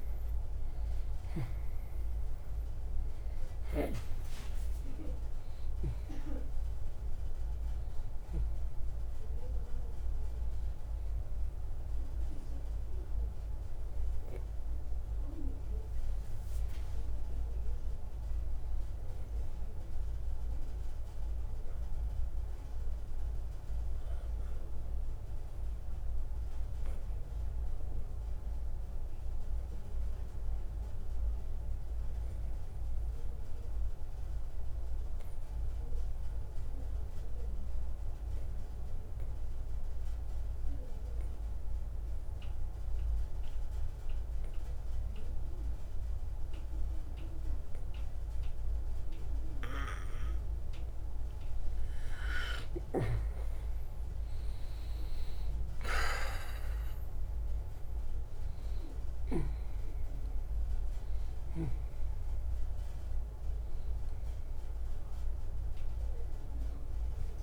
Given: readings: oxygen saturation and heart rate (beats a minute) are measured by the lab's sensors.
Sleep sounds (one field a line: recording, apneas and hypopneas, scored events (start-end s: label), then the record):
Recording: breathing in sleep by a room microphone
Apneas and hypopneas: 1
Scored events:
0.00-5.00 s: arousal
0.00-38.00 s: oxygen desaturation (device-marked, oxygen 84% lowest, heart rate 57 extreme)
24.00-51.00 s: obstructive apnea (oxygen 95% before, 83% lowest, heart rate 65 before, 57 extreme, up 8 after)
53.00-57.00 s: arousal
55.00-67.43 s: oxygen desaturation (device-marked, oxygen 96% before, 83% lowest, heart rate 59 before, 57 extreme)
From the record:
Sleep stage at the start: N2 (light sleep)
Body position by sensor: on the right side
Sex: male